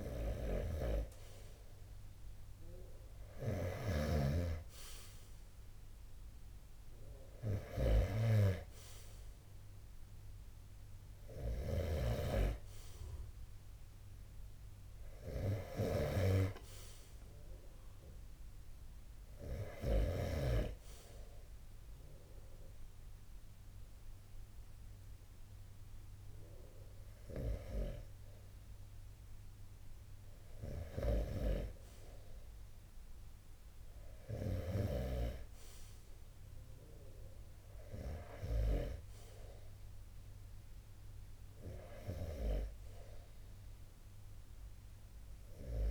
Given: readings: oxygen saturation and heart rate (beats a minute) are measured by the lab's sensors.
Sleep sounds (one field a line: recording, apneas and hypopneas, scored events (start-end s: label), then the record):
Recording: breathing in sleep by a room microphone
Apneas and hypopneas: 1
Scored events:
0.00-19.50 s: snoring (device-marked)
20.00-30.50 s: hypopnea (oxygen 89% before, 87% lowest, heart rate 62 before, 37 extreme, up 0 after)
30.00-34.00 s: snoring (device-marked)
32.50-37.00 s: arousal
44.50-45.91 s: oxygen desaturation (device-marked, oxygen 93% before, 88% lowest, heart rate 55 before, 34 extreme)
From the record:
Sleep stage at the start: REM sleep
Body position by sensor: on the right side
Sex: male